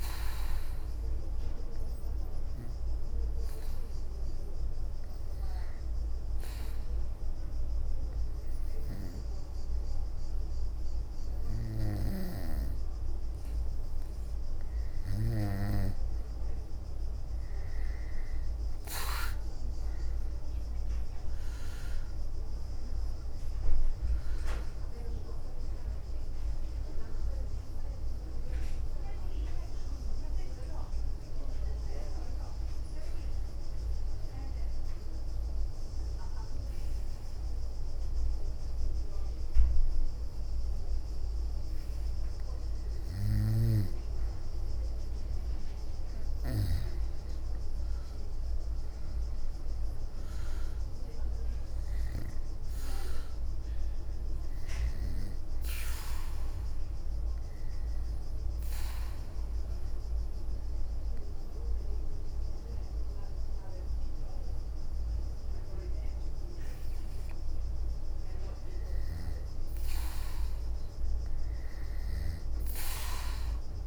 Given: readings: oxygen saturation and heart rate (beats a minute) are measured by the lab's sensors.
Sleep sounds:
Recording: breathing in sleep by a room microphone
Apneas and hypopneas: 3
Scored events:
0.50-11.00 s: hypopnea (oxygen 99% before, 90% lowest, heart rate 66 before, 61 extreme, up 7 after)
13.00-16.00 s: arousal
16.50-39.50 s: oxygen desaturation (device-marked, oxygen 95% before, 90% lowest, heart rate 65 before, 56 extreme)
30.50-43.00 s: obstructive apnea (oxygen 95% before, 90% lowest, heart rate 69 before, 56 extreme, up 7 after)
43.00-46.50 s: snoring (device-marked)
47.00-51.00 s: arousal
53.50-68.50 s: oxygen desaturation (device-marked, oxygen 98% before, 92% lowest, heart rate 65 before, 56 extreme)
55.50-64.50 s: bradycardia (device-marked, heart rate 65 before, 56 extreme)
57.00-69.00 s: obstructive apnea (oxygen 98% before, 92% lowest, heart rate 66 before, 56 extreme, up 15 after)
From the record:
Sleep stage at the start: N2 (light sleep)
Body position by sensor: on the back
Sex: female

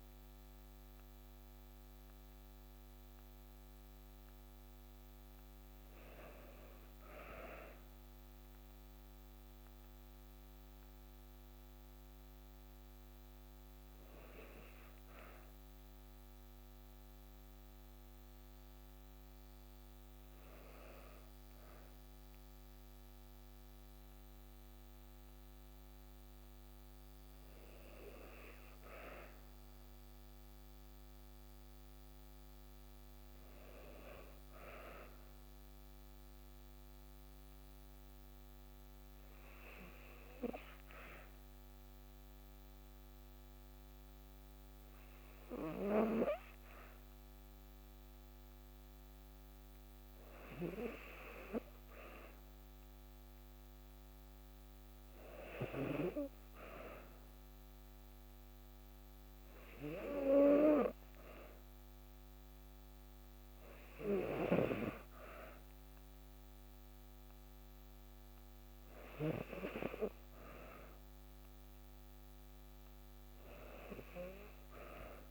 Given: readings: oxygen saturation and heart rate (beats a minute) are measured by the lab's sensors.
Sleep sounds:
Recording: breathing in sleep by a microphone on the trachea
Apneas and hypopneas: 2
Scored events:
0.00-11.00 s: oxygen desaturation (device-marked, oxygen 91% lowest, heart rate 54 extreme)
8.00-22.50 s: hypopnea (oxygen 96% before, 92% lowest, heart rate 56 before, 54 extreme, up 0 after)
24.50-28.00 s: arousal
37.50-52.50 s: hypopnea (oxygen 97% before, 94% lowest, heart rate 54 before, 52 extreme, up 7 after)
54.50-58.00 s: arousal
From the record:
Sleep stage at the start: N2 (light sleep)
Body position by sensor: on the back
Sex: female

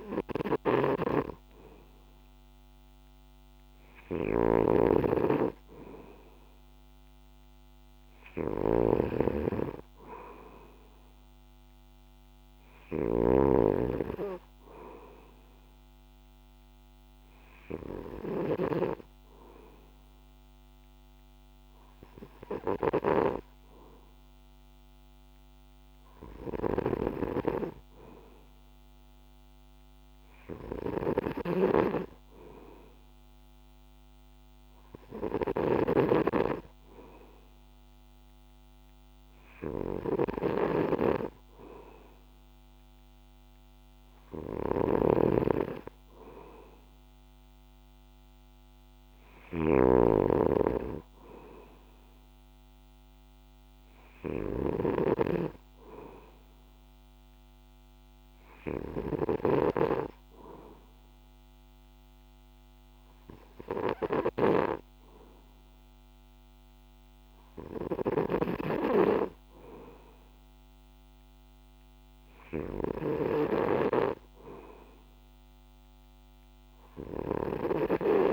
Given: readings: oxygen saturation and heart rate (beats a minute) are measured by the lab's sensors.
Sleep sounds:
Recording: breathing in sleep by a microphone on the trachea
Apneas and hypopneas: none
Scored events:
0.00-78.33 s: snoring (device-marked)
From the record:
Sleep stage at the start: N2 (light sleep)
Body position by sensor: on the back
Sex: male

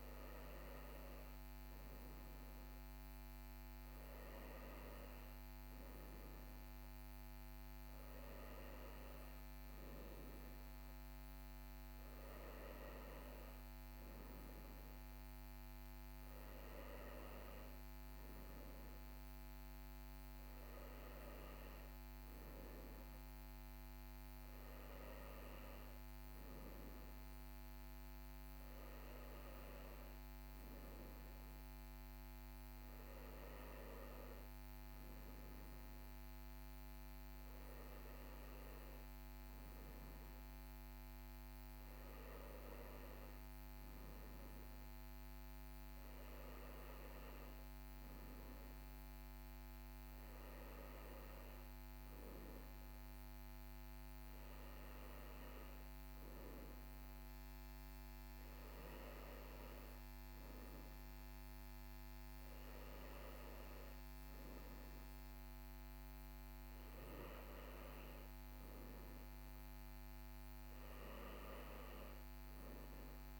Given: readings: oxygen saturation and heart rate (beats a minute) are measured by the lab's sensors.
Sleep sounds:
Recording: breathing in sleep, hard to hear, by a microphone on the trachea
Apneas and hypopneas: none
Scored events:
none scored
From the record:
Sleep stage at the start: N1 (lightest sleep)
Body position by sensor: on the right side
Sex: male

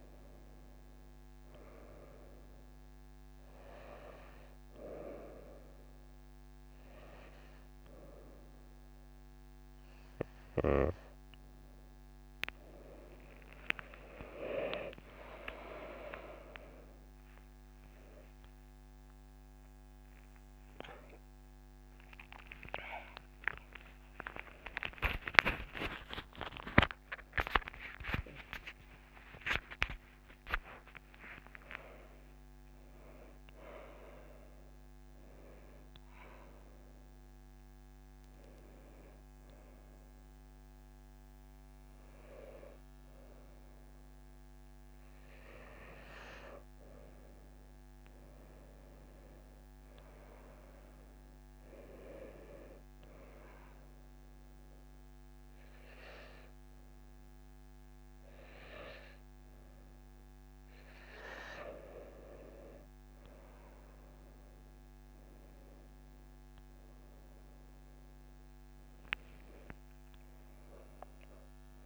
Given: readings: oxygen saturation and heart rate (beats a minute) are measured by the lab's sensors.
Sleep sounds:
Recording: a person partly awake in a sleep study, by a microphone on the trachea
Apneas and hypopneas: 1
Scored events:
14.00-44.00 s: new sleep stage, awake
24.50-26.50 s: long interval between heartbeats (device-marked)
44.00-71.86 s: new sleep stage, N1 (lightest sleep)
47.00-53.00 s: tachycardia (device-marked)
53.50-63.50 s: hypopnea (oxygen 98% before, 94% lowest)
66.00-70.50 s: arousal
66.00-71.86 s: oxygen desaturation (device-marked, oxygen 97% before, 94% lowest)
From the record:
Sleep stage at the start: N2 (light sleep)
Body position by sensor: on the right side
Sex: female

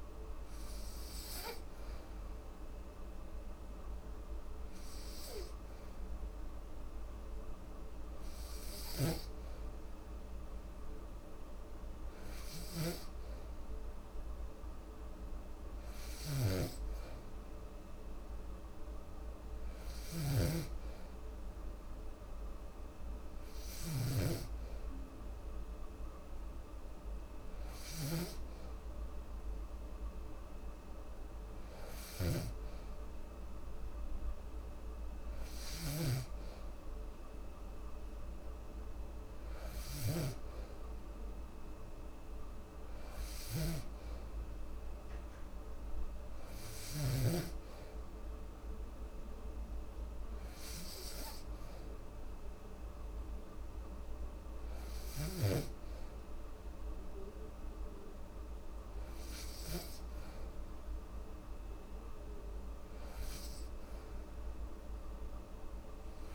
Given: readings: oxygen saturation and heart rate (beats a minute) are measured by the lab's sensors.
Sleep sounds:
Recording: breathing in sleep by a room microphone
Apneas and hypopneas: none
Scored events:
0.00-8.00 s: oxygen desaturation (device-marked, oxygen 92% lowest, heart rate 69 extreme)
From the record:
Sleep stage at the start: N2 (light sleep)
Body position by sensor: on the back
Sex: female

